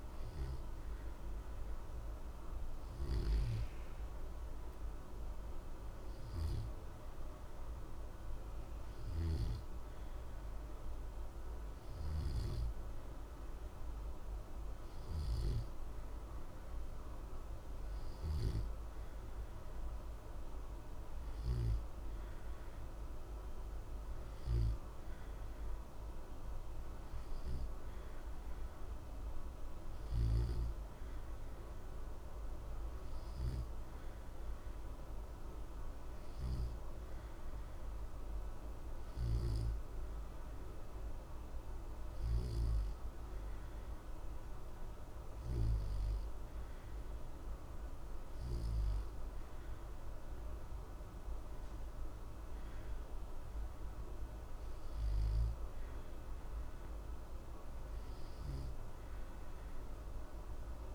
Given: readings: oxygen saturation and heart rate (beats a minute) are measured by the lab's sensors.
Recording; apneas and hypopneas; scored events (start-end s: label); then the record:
breathing in sleep, hard to hear, by a room microphone; none
none scored
From the record:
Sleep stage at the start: N2 (light sleep); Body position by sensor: on the back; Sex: male